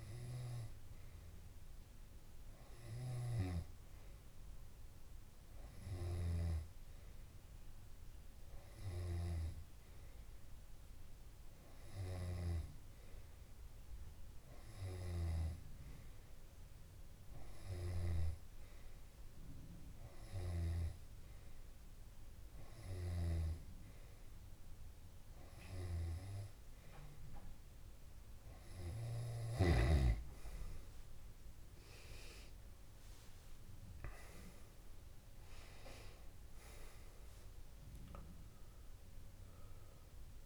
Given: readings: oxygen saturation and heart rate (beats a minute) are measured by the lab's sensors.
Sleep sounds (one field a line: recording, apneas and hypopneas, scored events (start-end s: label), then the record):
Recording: breathing in sleep by a room microphone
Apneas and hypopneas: none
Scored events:
32.00-37.00 s: arousal
From the record:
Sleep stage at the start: N2 (light sleep)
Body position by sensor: on the left side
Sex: male